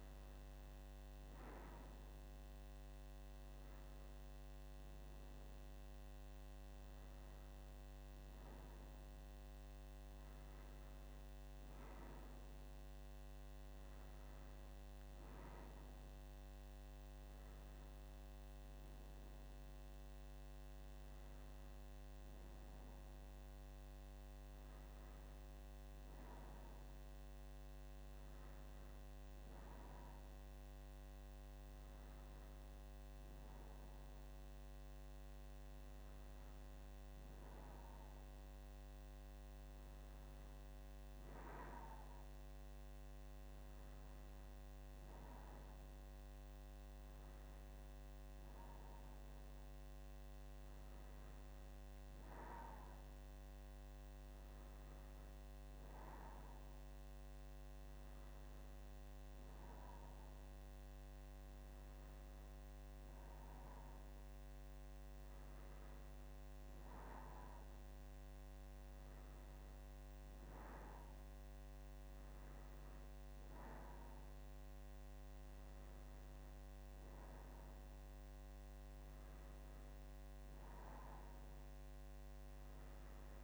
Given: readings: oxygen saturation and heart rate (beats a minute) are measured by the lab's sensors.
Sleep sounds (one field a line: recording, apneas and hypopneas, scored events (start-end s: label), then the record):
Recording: breathing in sleep, hard to hear, by a microphone on the trachea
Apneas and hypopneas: none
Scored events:
none scored
From the record:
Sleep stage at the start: N1 (lightest sleep)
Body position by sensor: on the back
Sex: female